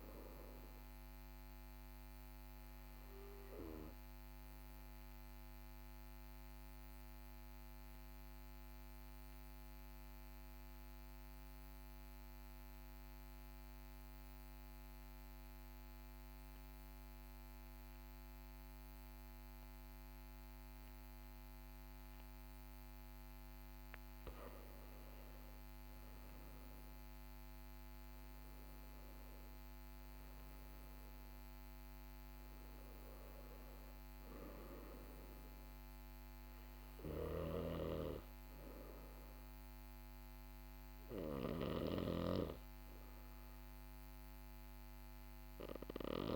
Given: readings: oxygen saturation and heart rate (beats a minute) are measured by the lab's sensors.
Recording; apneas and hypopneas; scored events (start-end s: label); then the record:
breathing in sleep by a microphone on the trachea; 1
6.50-23.50 s: obstructive apnea (oxygen 97% before, 95% lowest, heart rate 46 before, 42 extreme, up 2 after)
26.00-30.50 s: arousal
From the record:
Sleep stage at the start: N2 (light sleep); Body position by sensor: on the right side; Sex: male